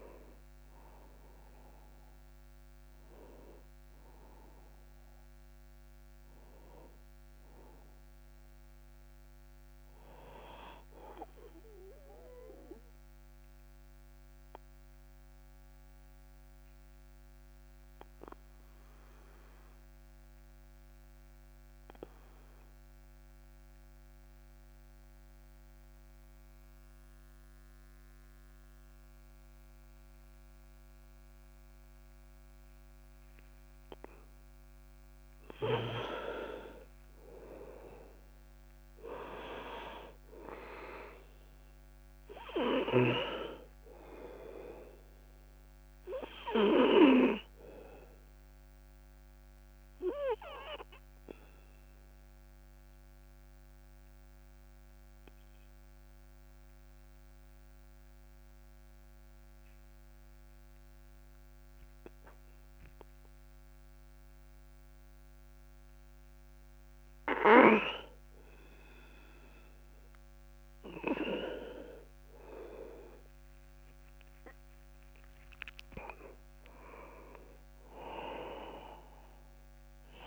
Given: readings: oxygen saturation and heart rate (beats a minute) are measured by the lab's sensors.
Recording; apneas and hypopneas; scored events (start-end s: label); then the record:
breathing in sleep by a microphone on the trachea; 2
0.00-15.00 s: oxygen desaturation (device-marked, oxygen 89% lowest)
10.50-35.00 s: obstructive apnea (oxygen 98% before, 89% lowest)
37.00-41.50 s: arousal
40.00-63.00 s: oxygen desaturation (device-marked, oxygen 99% before, 92% lowest, heart rate 36 before, 35 extreme)
49.50-68.00 s: obstructive apnea (oxygen 99% before, 90% lowest, heart rate 47 before, 35 extreme, up 9 after)
71.00-74.50 s: arousal
From the record:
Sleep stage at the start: N2 (light sleep); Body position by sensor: on the back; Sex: male